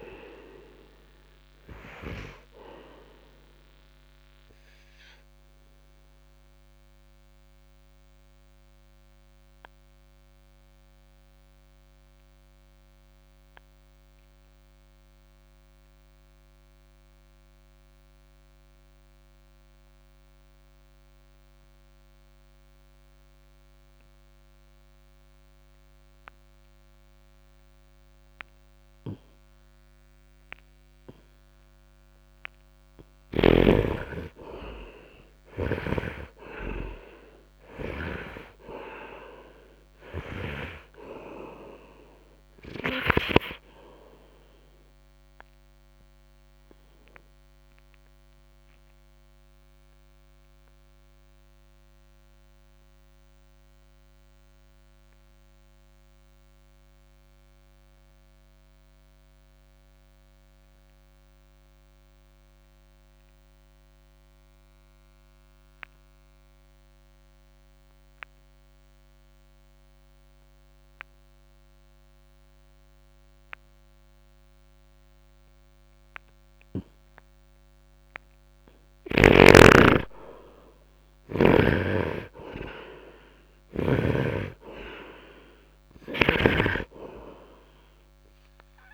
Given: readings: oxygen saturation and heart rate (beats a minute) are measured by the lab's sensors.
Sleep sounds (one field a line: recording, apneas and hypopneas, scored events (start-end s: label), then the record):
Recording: breathing in sleep by a microphone on the trachea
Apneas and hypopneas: 2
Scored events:
0.00-20.50 s: oxygen desaturation (device-marked, oxygen 74% lowest, heart rate 55 extreme)
3.00-31.50 s: obstructive apnea (oxygen 98% before, 74% lowest, heart rate 63 before, 55 extreme, up 3 after)
34.00-37.50 s: arousal
44.00-77.50 s: obstructive apnea (oxygen 97% before, 73% lowest, heart rate 59 before, 52 extreme, up 4 after)
45.50-70.50 s: oxygen desaturation (device-marked, oxygen 94% before, 74% lowest, heart rate 60 before, 52 extreme)
76.50-88.94 s: oxygen desaturation (device-marked, oxygen 95% before, 73% lowest, heart rate 62 before, 51 extreme)
80.00-83.50 s: arousal
From the record:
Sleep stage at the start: N2 (light sleep)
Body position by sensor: on the right side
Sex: male